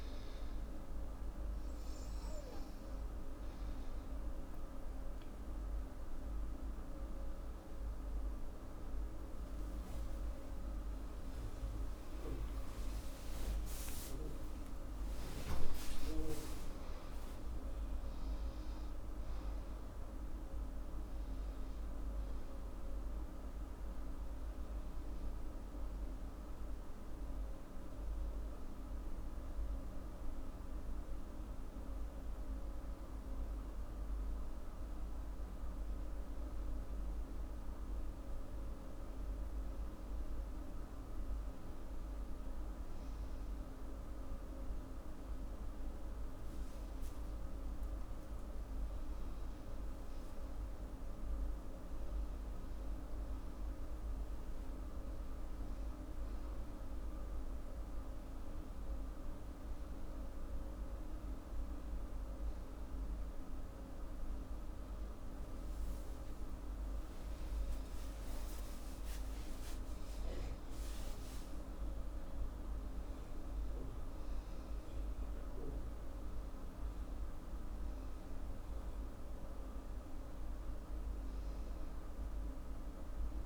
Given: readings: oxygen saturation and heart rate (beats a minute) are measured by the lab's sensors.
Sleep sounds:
breathing in sleep, hard to hear, by a room microphone; none
10.00-15.50 s: arousal
27.00-83.46 s: new sleep stage, N1 (lightest sleep)
34.00-57.00 s: oxygen desaturation (device-marked, oxygen 99% before, 96% lowest, heart rate 93 before, 83 extreme)
66.50-70.00 s: arousal
From the record:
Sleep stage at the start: N2 (light sleep); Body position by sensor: on the back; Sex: female

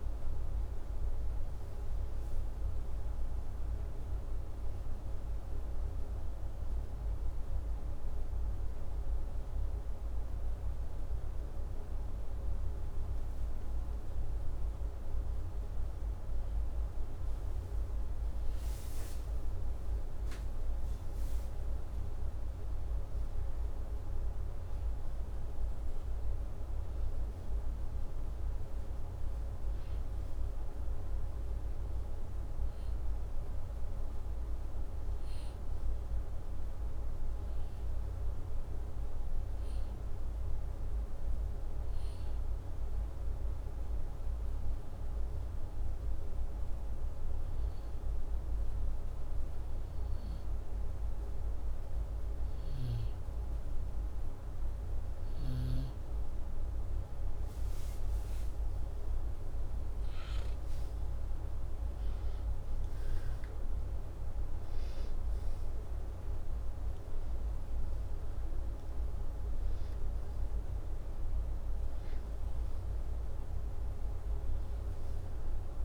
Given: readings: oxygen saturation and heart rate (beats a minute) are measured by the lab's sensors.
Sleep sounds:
breathing in sleep, hard to hear, by a room microphone; 1
0.00-3.00 s: arousal
47.50-58.00 s: hypopnea (oxygen 97% before, 93% lowest, heart rate 83 before, 82 extreme, up 6 after)
59.00-62.00 s: arousal
From the record:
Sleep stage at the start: N2 (light sleep); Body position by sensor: upright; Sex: male

